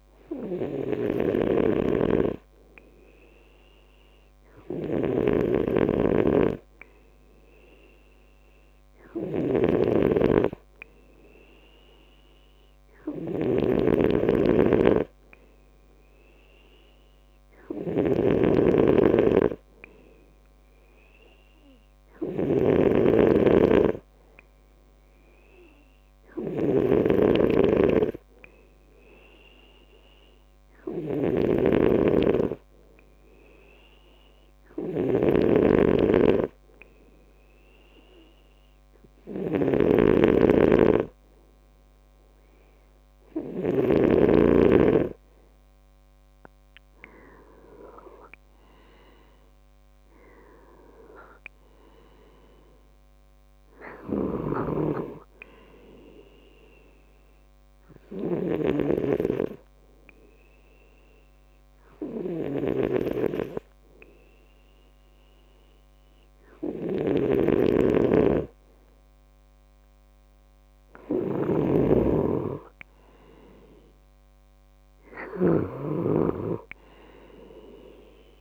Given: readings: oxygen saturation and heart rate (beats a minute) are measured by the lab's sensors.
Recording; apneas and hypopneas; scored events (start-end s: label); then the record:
breathing in sleep by a microphone on the trachea; 2
0.00-44.00 s: snoring (device-marked)
31.00-44.00 s: hypopnea (oxygen 96% before, 93% lowest, heart rate 67 before, 64 extreme, up 7 after)
46.50-50.50 s: arousal
54.00-78.41 s: snoring (device-marked)
60.00-71.50 s: hypopnea (oxygen 94% before, 93% lowest, heart rate 70 before, 64 extreme, up 7 after)
74.50-78.41 s: arousal
From the record:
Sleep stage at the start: N2 (light sleep); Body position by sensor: on the back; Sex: male